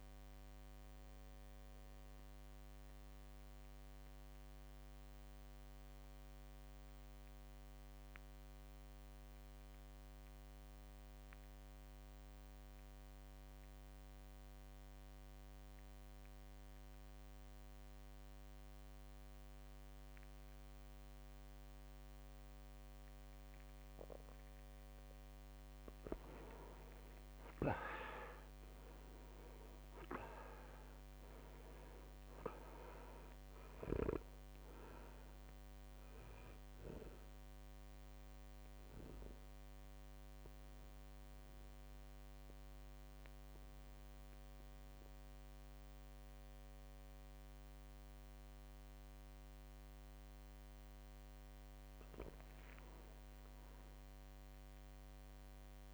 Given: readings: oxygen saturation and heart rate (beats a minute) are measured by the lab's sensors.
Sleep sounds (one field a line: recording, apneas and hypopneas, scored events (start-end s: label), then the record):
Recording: breathing in sleep by a microphone on the trachea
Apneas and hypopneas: 2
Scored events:
0.00-2.00 s: oxygen desaturation (device-marked, oxygen 93% lowest, heart rate 53 extreme)
0.00-5.00 s: drop in pulse transit time (device-marked, heart rate 53 extreme)
3.50-25.00 s: mixed apnea (oxygen 98% before, 89% lowest, heart rate 56 before, 53 extreme, up 4 after)
27.50-30.50 s: arousal
30.00-55.93 s: oxygen desaturation (device-marked, oxygen 98% before, 89% lowest, heart rate 55 before, 53 extreme)
37.00-51.00 s: central apnea (oxygen 98% before, 89% lowest, heart rate 56 before, 53 extreme, up 4 after)
52.00-55.93 s: drop in pulse transit time (device-marked, heart rate 55 before, 55 extreme)
53.50-55.93 s: arousal
From the record:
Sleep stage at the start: N2 (light sleep)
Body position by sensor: on the back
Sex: male